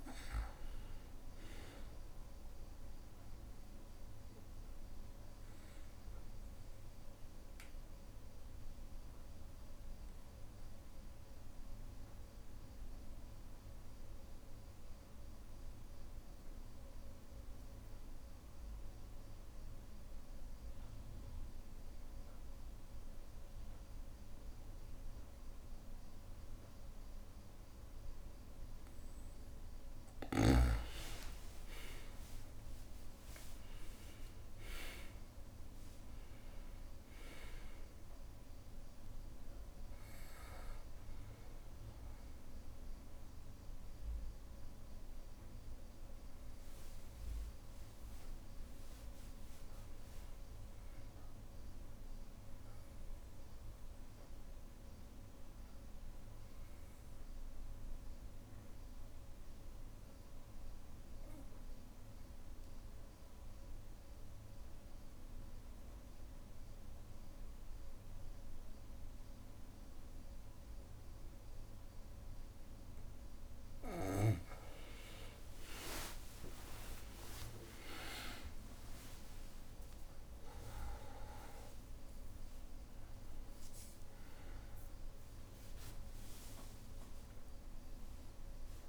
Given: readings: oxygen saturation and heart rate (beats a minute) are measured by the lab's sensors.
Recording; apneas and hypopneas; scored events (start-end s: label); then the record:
breathing in sleep by a room microphone; 2
1.50-19.50 s: oxygen desaturation (device-marked, oxygen 99% before, 95% lowest, heart rate 61 before, 60 extreme)
4.50-29.00 s: obstructive apnea (oxygen 99% before, 89% lowest, heart rate 62 before, 60 extreme, up 13 after)
28.50-56.50 s: oxygen desaturation (device-marked, oxygen 98% before, 89% lowest, heart rate 61 before, 60 extreme)
30.50-35.50 s: arousal
31.50-33.50 s: long interval between heartbeats (device-marked, heart rate 62 before, 71 extreme)
53.50-73.00 s: obstructive apnea (oxygen 97% before, 91% lowest, heart rate 65 before, 60 extreme, up 14 after)
75.50-80.50 s: arousal
77.00-79.00 s: long interval between heartbeats (device-marked, heart rate 62 before, 67 extreme)
77.50-88.88 s: oxygen desaturation (device-marked, oxygen 98% before, 91% lowest, heart rate 62 before, 60 extreme)
79.50-81.50 s: long interval between heartbeats (device-marked, heart rate 63 before, 65 extreme)
From the record:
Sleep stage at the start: N2 (light sleep); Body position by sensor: on the back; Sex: male